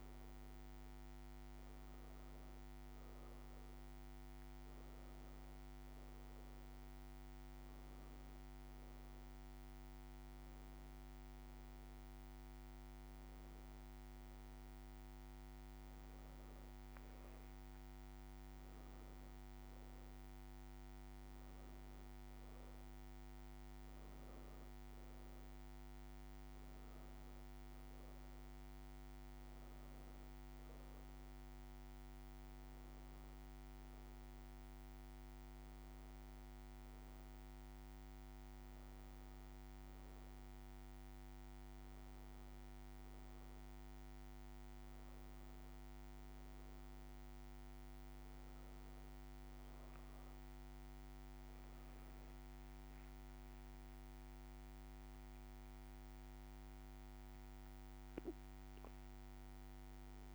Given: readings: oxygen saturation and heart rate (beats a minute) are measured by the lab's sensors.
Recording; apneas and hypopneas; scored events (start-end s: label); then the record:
breathing in sleep, hard to hear, by a microphone on the trachea; 1
0.00-13.00 s: oxygen desaturation (device-marked, oxygen 90% lowest, heart rate 65 extreme)
6.00-31.00 s: obstructive apnea (oxygen 95% before, 90% lowest, heart rate 72 before, 65 extreme, up 18 after)
34.00-38.50 s: arousal
From the record:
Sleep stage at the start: N2 (light sleep); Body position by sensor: on the back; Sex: female